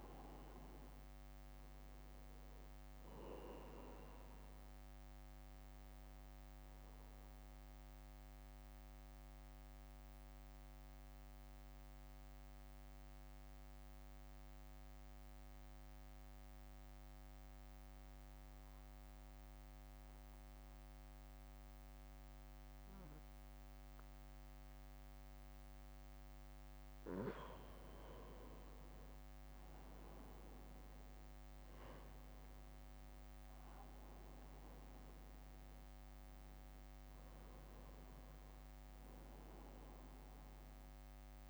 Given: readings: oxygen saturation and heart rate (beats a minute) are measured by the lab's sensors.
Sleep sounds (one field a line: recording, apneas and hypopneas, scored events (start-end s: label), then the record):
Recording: breathing in sleep by a microphone on the trachea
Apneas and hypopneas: 1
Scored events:
0.00-14.50 s: oxygen desaturation (device-marked, oxygen 93% lowest, heart rate 58 extreme)
7.00-27.00 s: mixed apnea (oxygen 97% before, 91% lowest, heart rate 61 before, 57 extreme, up 3 after)
29.50-33.50 s: arousal
31.50-41.50 s: drop in pulse transit time (device-marked, heart rate 62 before, 59 extreme)
32.50-41.50 s: oxygen desaturation (device-marked, oxygen 96% before, 91% lowest, heart rate 62 before, 53 extreme)
From the record:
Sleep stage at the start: N2 (light sleep)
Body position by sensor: on the back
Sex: male